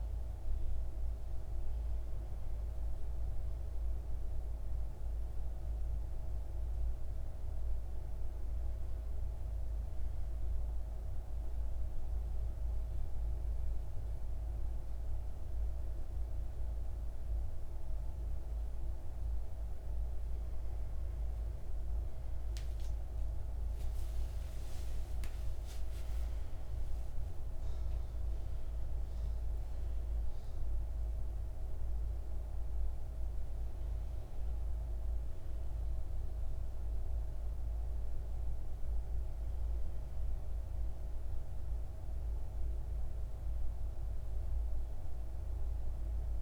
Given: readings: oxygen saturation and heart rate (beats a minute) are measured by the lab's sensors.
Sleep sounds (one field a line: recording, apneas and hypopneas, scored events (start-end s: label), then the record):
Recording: breathing in sleep, hard to hear, by a room microphone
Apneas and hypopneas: 1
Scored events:
2.50-6.50 s: arousal
10.00-21.50 s: central apnea (oxygen 98% before, 90% lowest, heart rate 66 before, 58 extreme, up 22 after)
24.50-29.50 s: arousal
26.50-46.42 s: oxygen desaturation (device-marked, oxygen 97% before, 91% lowest, heart rate 64 before, 59 extreme)
From the record:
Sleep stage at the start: N1 (lightest sleep)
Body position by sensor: on the right side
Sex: male